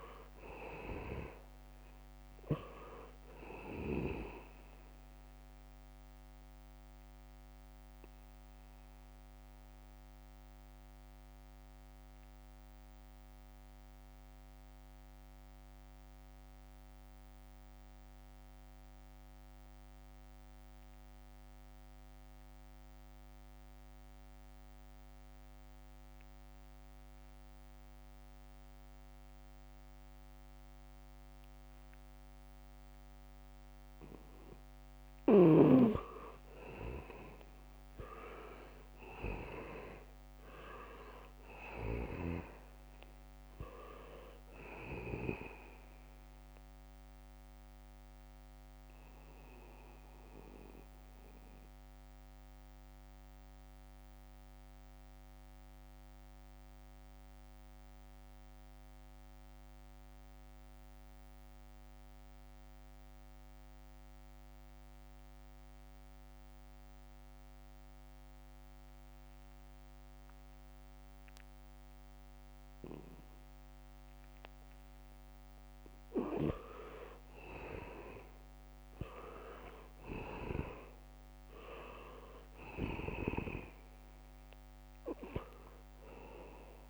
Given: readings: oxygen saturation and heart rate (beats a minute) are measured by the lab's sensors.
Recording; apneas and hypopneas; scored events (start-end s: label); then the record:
breathing in sleep by a microphone on the trachea; 2
0.00-22.00 s: oxygen desaturation (device-marked, oxygen 76% lowest, heart rate 64 extreme)
7.50-34.50 s: mixed apnea (oxygen 98% before, 76% lowest, heart rate 69 before, 64 extreme)
14.00-23.00 s: leg movement (device-marked)
33.00-64.00 s: oxygen desaturation (device-marked, oxygen 99% before, 77% lowest, heart rate 74 before, 64 extreme)
35.50-44.50 s: leg movement (device-marked)
38.00-43.00 s: arousal
47.50-74.50 s: mixed apnea (oxygen 99% before, 77% lowest, heart rate 68 before, 65 extreme)
64.50-68.50 s: leg movement (device-marked)
76.00-80.50 s: arousal
76.00-83.50 s: leg movement (device-marked)
77.00-86.89 s: oxygen desaturation (device-marked, oxygen 99% before, 78% lowest, heart rate 72 before, 67 extreme)
84.50-86.89 s: leg movement (device-marked)
From the record:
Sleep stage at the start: N2 (light sleep); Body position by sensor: on the back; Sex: male